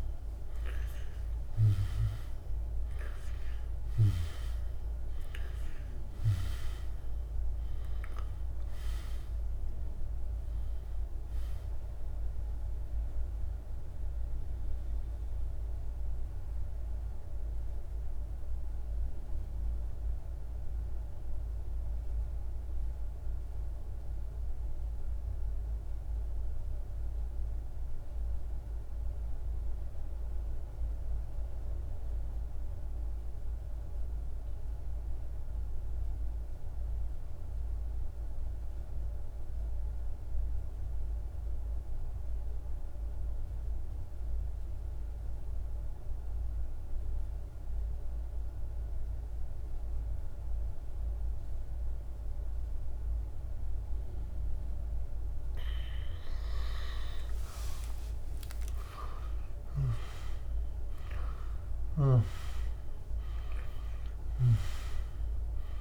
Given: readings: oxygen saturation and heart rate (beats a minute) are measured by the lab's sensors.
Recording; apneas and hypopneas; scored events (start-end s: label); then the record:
breathing in sleep by a room microphone; 1
0.00-2.00 s: arousal
0.00-22.50 s: oxygen desaturation (device-marked, oxygen 86% lowest, heart rate 47 extreme)
13.00-55.50 s: mixed apnea (oxygen 99% before, 85% lowest, heart rate 59 before, 46 extreme, up 47 after)
43.50-65.81 s: oxygen desaturation (device-marked, oxygen 99% before, 85% lowest, heart rate 50 before, 46 extreme)
56.50-61.00 s: arousal
58.50-63.50 s: snoring (device-marked)
From the record:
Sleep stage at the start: N2 (light sleep); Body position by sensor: on the back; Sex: male